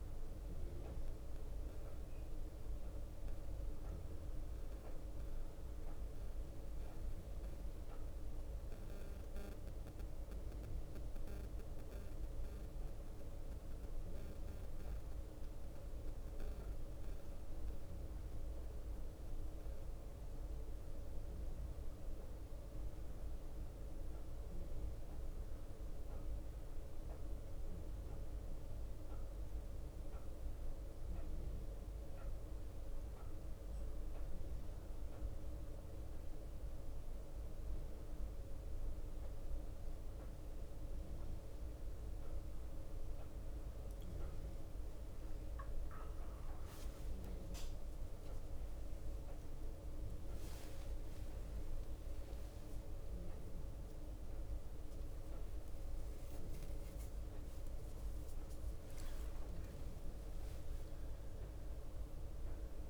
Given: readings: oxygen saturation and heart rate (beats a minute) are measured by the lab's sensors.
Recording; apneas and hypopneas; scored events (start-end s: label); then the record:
breathing in sleep, hard to hear, by a room microphone; 1
0.00-6.00 s: oxygen desaturation (device-marked, oxygen 88% lowest, heart rate 59 extreme)
6.00-43.50 s: obstructive apnea (oxygen 94% before, 92% lowest, heart rate 63 before, 59 extreme, up 6 after)
14.00-20.00 s: bradycardia (device-marked, heart rate 79 before, 59 extreme)
45.50-51.00 s: arousal
From the record:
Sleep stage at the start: N1 (lightest sleep); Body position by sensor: on the right side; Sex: male